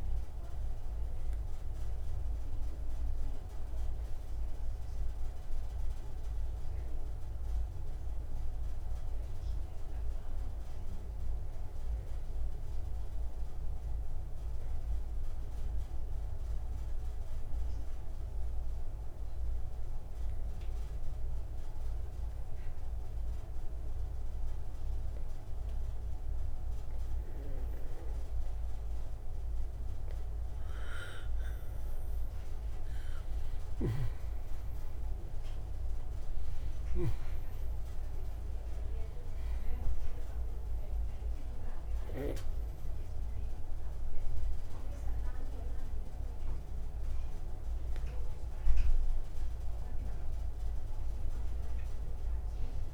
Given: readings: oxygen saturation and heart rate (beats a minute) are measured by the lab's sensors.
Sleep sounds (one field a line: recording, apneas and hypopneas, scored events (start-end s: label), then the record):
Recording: breathing in sleep, hard to hear, by a room microphone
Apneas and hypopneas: 1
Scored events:
1.50-26.50 s: oxygen desaturation (device-marked, oxygen 97% before, 89% lowest)
9.50-29.00 s: obstructive apnea (oxygen 98% before, 89% lowest)
31.00-36.00 s: arousal
34.00-37.50 s: snoring (device-marked)
41.50-52.94 s: oxygen desaturation (device-marked, oxygen 98% before, 89% lowest)
From the record:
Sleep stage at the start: N2 (light sleep)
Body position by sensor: on the right side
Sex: male